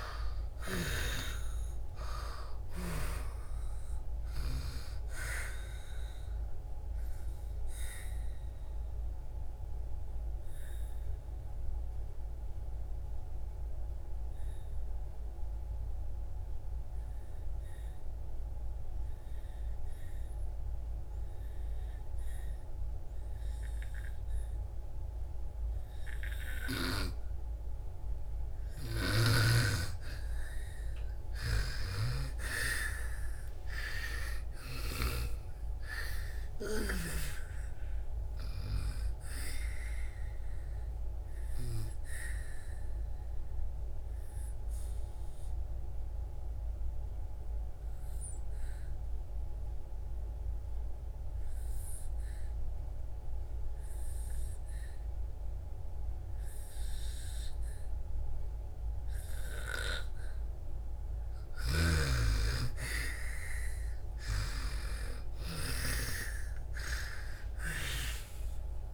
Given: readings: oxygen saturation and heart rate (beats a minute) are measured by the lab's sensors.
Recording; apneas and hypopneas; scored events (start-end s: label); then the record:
breathing in sleep by a room microphone; 2
0.00-2.00 s: arousal
0.00-19.50 s: oxygen desaturation (device-marked, oxygen 81% lowest)
7.50-29.50 s: obstructive apnea (oxygen 98% before, 81% lowest)
26.50-57.50 s: oxygen desaturation (device-marked, oxygen 98% before, 84% lowest)
28.50-35.00 s: snoring (device-marked)
31.00-36.00 s: arousal
40.50-60.50 s: obstructive apnea (oxygen 98% before, 84% lowest)
59.50-68.93 s: oxygen desaturation (device-marked, oxygen 97% before, 84% lowest)
61.00-65.50 s: snoring (device-marked)
64.00-68.93 s: arousal
From the record:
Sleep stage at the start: N2 (light sleep); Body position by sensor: on the back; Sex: female